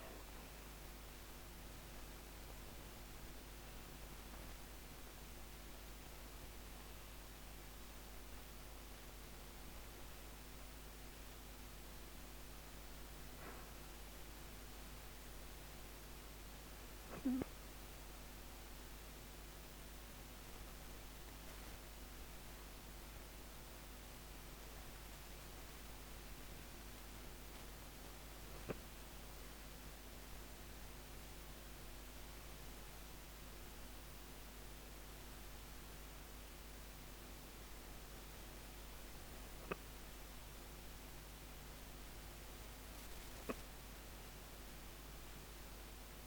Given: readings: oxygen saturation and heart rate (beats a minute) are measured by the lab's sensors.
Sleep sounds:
breathing in sleep, hard to hear, by a microphone on the trachea; none
3.50-8.00 s: arousal
From the record:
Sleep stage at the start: N2 (light sleep); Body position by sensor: on the back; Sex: female

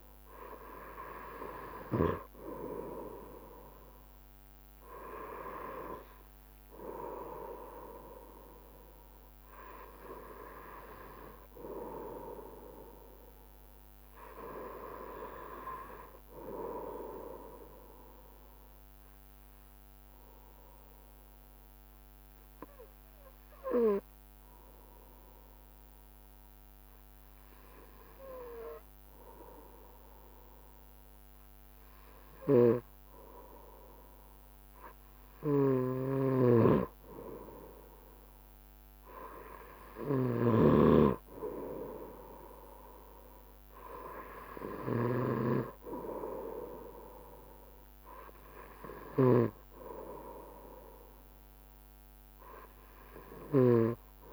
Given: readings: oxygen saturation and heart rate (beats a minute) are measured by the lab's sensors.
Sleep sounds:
breathing in sleep by a microphone on the trachea; 1
19.50-32.50 s: hypopnea (oxygen 95% before, 94% lowest, heart rate 70 before, 67 extreme, up 2 after)
36.00-54.00 s: snoring (device-marked)
36.50-41.50 s: arousal
42.00-44.00 s: long interval between heartbeats (device-marked, heart rate 69 before, 74 extreme)
From the record:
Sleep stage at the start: N2 (light sleep); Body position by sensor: on the right side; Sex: male

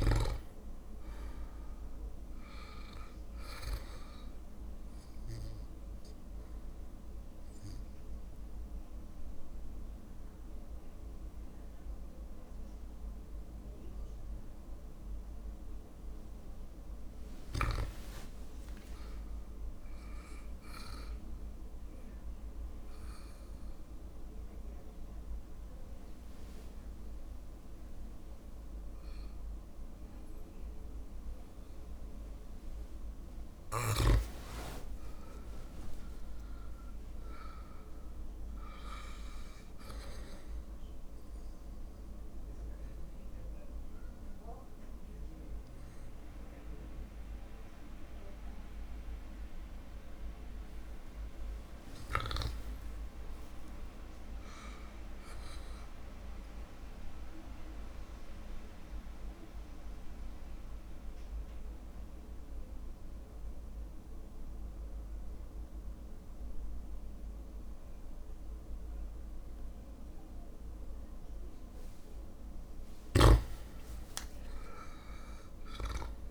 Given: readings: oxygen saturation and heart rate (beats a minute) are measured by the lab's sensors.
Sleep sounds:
breathing in sleep by a room microphone; 4
5.50-15.50 s: obstructive apnea (oxygen 100% before, 95% lowest, heart rate 61 before, 55 extreme, up 15 after)
10.50-25.50 s: oxygen desaturation (device-marked, oxygen 99% before, 95% lowest, heart rate 62 before, 55 extreme)
16.50-19.00 s: arousal
21.50-32.50 s: obstructive apnea (oxygen 99% before, 97% lowest, heart rate 60 before, 55 extreme, up 5 after)
35.50-38.00 s: arousal
40.50-52.00 s: obstructive apnea (oxygen 100% before, 95% lowest, heart rate 59 before, 57 extreme, up 3 after)
53.00-55.50 s: arousal
57.50-71.50 s: obstructive apnea (oxygen 100% before, 95% lowest, heart rate 59 before, 56 extreme, up 4 after)
73.50-76.31 s: arousal
From the record:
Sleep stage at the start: REM sleep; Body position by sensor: on the back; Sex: male

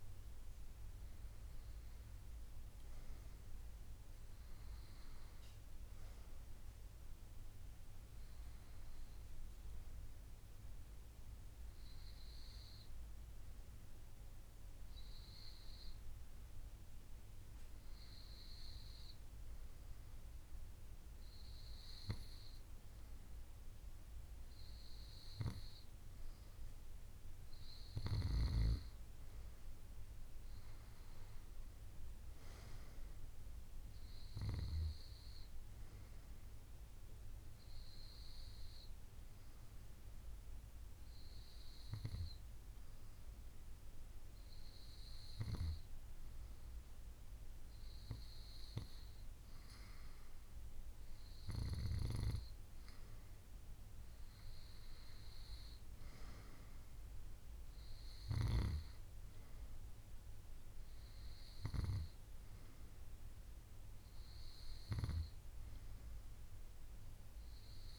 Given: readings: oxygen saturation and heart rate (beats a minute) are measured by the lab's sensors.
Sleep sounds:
breathing in sleep by a room microphone; none
none scored
From the record:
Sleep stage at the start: N2 (light sleep); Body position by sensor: on the right side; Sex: female

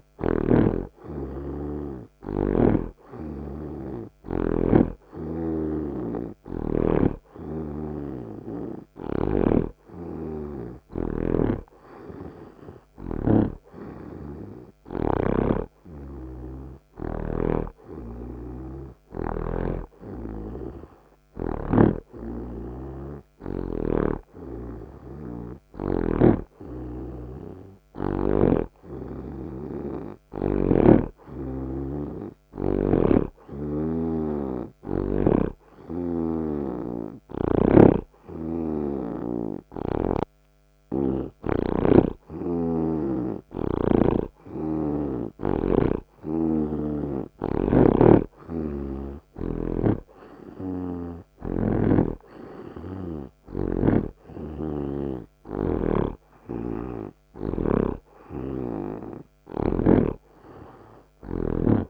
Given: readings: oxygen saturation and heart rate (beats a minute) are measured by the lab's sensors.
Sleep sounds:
breathing in sleep by a microphone on the trachea; none
0.00-5.00 s: snoring (device-marked)
9.50-13.50 s: snoring (device-marked)
18.00-26.50 s: snoring (device-marked)
43.50-61.89 s: snoring (device-marked)
56.50-61.89 s: oxygen desaturation (device-marked, oxygen 83% before, 79% lowest)
From the record:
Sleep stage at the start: N2 (light sleep); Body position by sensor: on the right side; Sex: male

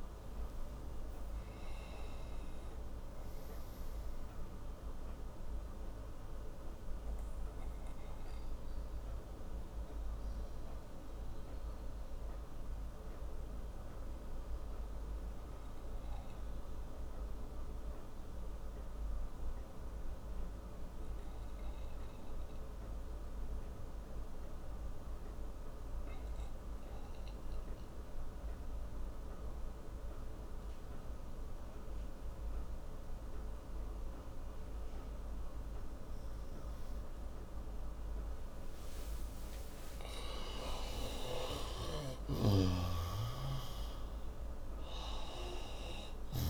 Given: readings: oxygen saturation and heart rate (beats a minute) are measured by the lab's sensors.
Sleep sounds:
breathing in sleep by a room microphone; 1
0.00-4.50 s: oxygen desaturation (device-marked, oxygen 89% lowest)
4.00-37.50 s: obstructive apnea (oxygen 95% before, 89% lowest)
29.50-46.50 s: oxygen desaturation (device-marked, oxygen 97% before, 89% lowest)
39.50-44.00 s: arousal
42.50-46.50 s: snoring (device-marked)
From the record:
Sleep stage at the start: N2 (light sleep); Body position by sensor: on the right side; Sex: male

